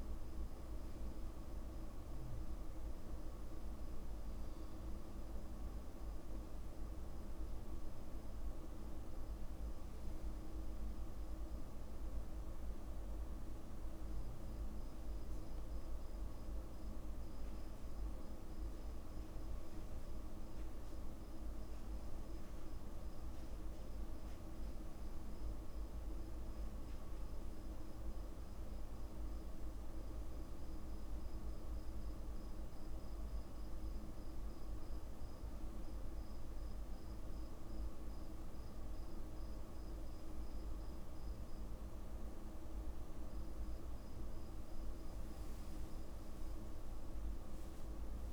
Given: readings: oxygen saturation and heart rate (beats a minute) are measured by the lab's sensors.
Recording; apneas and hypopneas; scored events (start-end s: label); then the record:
breathing in sleep, hard to hear, by a room microphone; none
none scored
From the record:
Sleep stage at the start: N2 (light sleep); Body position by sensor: on the back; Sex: male